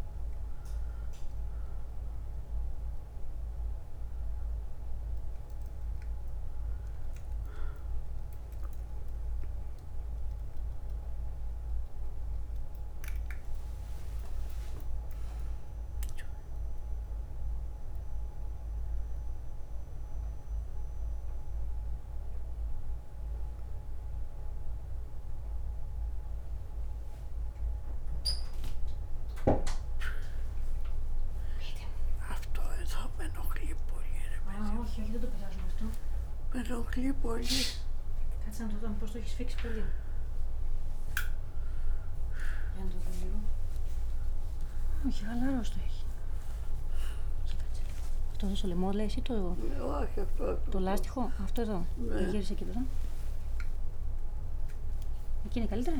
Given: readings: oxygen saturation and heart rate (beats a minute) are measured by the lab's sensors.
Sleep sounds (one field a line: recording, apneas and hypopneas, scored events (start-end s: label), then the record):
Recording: a person awake in a sleep study, by a room microphone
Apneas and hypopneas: none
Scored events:
0.00-16.50 s: oxygen desaturation (device-marked, oxygen 81% lowest, heart rate 62 extreme)
3.50-33.50 s: new sleep stage, awake
33.50-56.00 s: new sleep stage, N1 (lightest sleep)
38.50-49.50 s: oxygen desaturation (device-marked, oxygen 99% before, 96% lowest, heart rate 64 before, 64 extreme)
52.00-55.50 s: snoring (device-marked)
From the record:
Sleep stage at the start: N2 (light sleep)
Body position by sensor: on the back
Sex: female